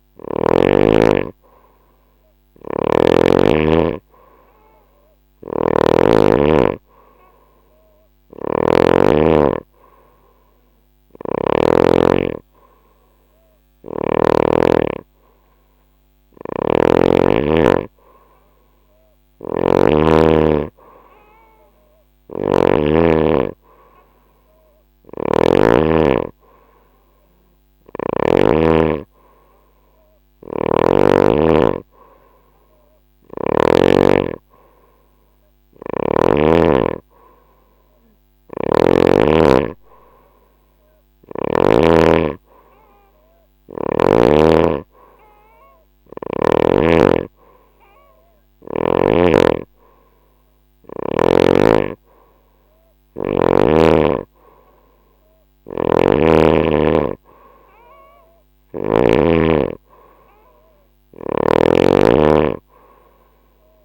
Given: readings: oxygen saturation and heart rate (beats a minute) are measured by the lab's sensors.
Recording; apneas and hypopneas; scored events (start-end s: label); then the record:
breathing in sleep by a microphone on the trachea; none
4.50-11.00 s: snoring (device-marked)
15.50-25.00 s: snoring (device-marked)
29.50-33.00 s: snoring (device-marked)
37.50-41.00 s: snoring (device-marked)
60.50-63.85 s: snoring (device-marked)
From the record:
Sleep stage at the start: N2 (light sleep); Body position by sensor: on the right side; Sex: female